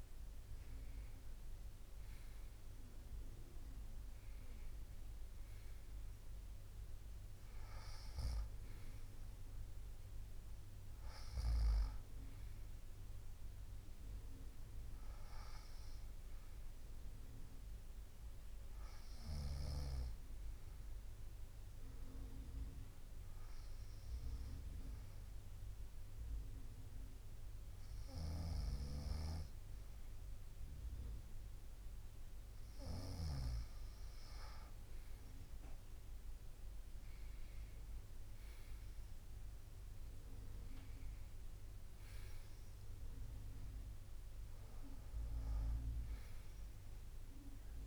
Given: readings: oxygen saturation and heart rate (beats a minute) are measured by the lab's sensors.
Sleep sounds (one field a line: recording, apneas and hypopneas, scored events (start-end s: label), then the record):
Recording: breathing in sleep by a room microphone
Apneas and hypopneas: 1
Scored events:
0.00-14.00 s: oxygen desaturation (device-marked, oxygen 91% lowest, heart rate 61 extreme)
11.00-21.00 s: drop in pulse transit time (device-marked, heart rate 64 before, 63 extreme)
13.50-17.00 s: arousal
19.50-32.50 s: hypopnea (oxygen 96% before, 91% lowest, heart rate 64 before, 61 extreme, up 4 after)
27.50-33.00 s: snoring (device-marked)
28.00-47.87 s: new sleep stage, N2 (light sleep)
35.50-40.00 s: arousal
From the record:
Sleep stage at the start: N1 (lightest sleep)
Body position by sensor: on the right side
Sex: female